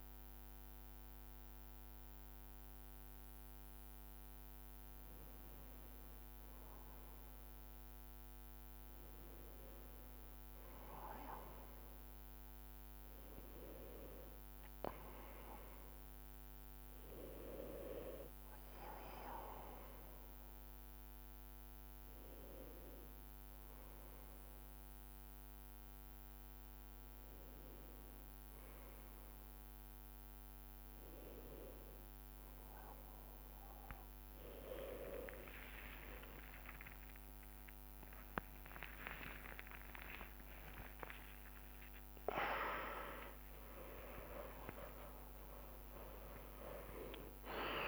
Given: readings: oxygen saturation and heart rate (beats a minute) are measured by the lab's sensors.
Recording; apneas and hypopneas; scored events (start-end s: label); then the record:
breathing in sleep by a microphone on the trachea; none
40.50-42.50 s: long interval between heartbeats (device-marked)
41.00-47.87 s: bradycardia (device-marked)
46.00-47.87 s: new sleep stage, awake
From the record:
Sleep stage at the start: N1 (lightest sleep); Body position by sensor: on the back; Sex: male